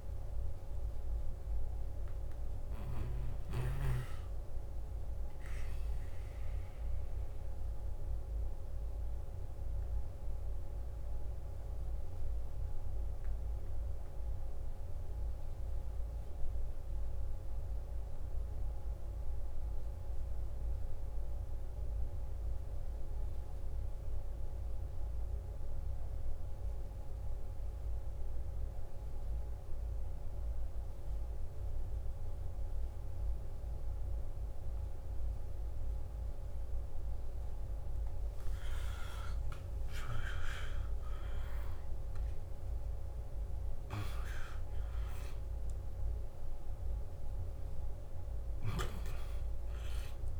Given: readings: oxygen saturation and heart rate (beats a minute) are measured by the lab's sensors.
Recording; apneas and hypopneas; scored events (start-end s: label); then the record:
breathing in sleep, hard to hear, by a room microphone; 1
0.00-16.50 s: oxygen desaturation (device-marked, oxygen 91% lowest, heart rate 53 extreme)
5.50-38.00 s: obstructive apnea (oxygen 99% before, 90% lowest, heart rate 60 before, 53 extreme, up 13 after)
35.50-50.40 s: oxygen desaturation (device-marked, oxygen 97% before, 90% lowest, heart rate 54 before, 53 extreme)
39.00-43.00 s: arousal
From the record:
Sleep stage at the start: N2 (light sleep); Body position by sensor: on the back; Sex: male